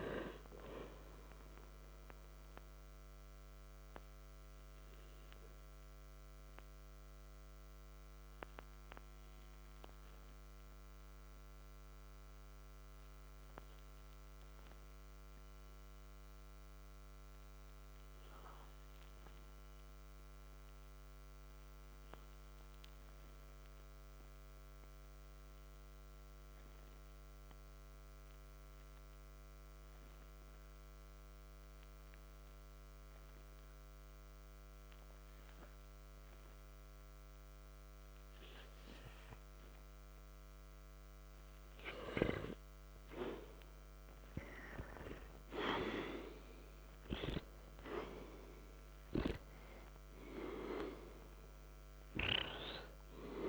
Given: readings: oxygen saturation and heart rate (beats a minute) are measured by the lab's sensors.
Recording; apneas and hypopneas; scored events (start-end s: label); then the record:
breathing in sleep by a microphone on the trachea; 1
2.50-30.50 s: oxygen desaturation (device-marked, oxygen 96% before, 81% lowest, heart rate 56 before, 48 extreme)
4.50-40.00 s: hypopnea (oxygen 97% before, 81% lowest, heart rate 58 before, 48 extreme, up 5 after)
43.50-47.50 s: arousal
46.50-53.49 s: oxygen desaturation (device-marked, oxygen 96% before, 92% lowest, heart rate 51 before, 57 extreme)
From the record:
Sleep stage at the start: N2 (light sleep); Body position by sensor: on the back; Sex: male